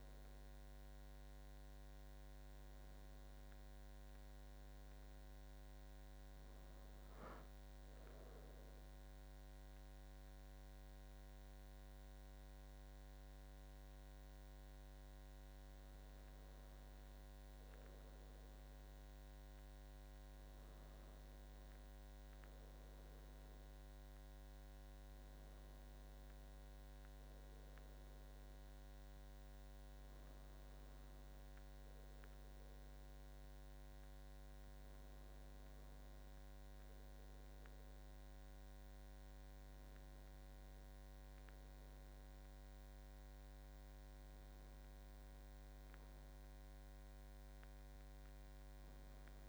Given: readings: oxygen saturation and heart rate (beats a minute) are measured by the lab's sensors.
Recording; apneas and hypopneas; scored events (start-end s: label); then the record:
breathing in sleep, hard to hear, by a microphone on the trachea; none
none scored
From the record:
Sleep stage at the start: N1 (lightest sleep); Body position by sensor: on the back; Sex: male